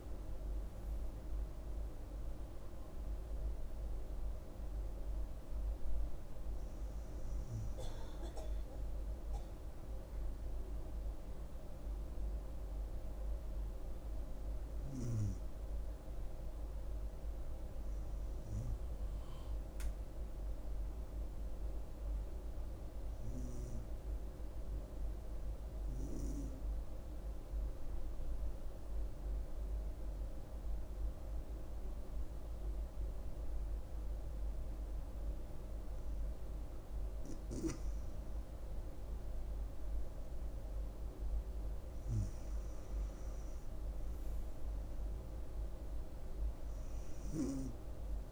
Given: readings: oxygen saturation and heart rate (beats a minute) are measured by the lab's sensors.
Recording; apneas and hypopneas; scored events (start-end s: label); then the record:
breathing in sleep, hard to hear, by a room microphone; 1
0.00-2.50 s: arousal
18.50-26.50 s: oxygen desaturation (device-marked, oxygen 97% before, 93% lowest, heart rate 69 before, 64 extreme)
28.00-38.00 s: obstructive apnea (oxygen 98% before, 94% lowest, heart rate 65 before, 66 extreme, up 5 after)
40.00-43.50 s: arousal
From the record:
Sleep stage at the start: N2 (light sleep); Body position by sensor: on the front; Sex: female